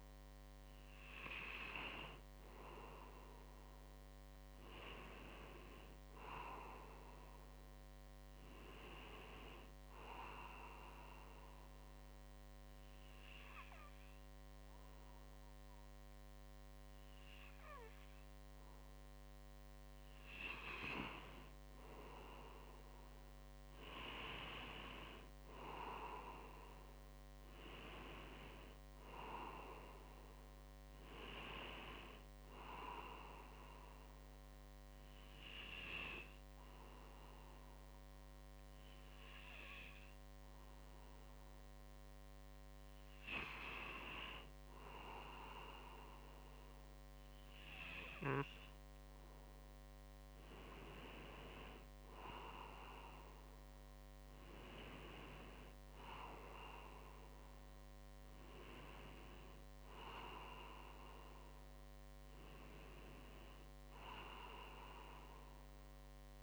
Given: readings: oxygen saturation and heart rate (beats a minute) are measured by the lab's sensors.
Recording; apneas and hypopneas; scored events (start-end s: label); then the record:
breathing in sleep by a microphone on the trachea; 2
4.50-7.50 s: arousal
10.00-20.00 s: obstructive apnea (oxygen 96% before, 94% lowest, heart rate 66 before, 63 extreme, up 4 after)
23.00-27.50 s: arousal
32.00-42.50 s: obstructive apnea (oxygen 96% before, 93% lowest, heart rate 65 before, 64 extreme, up 0 after)
49.00-53.50 s: arousal
From the record:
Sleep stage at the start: N2 (light sleep); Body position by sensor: on the front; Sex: male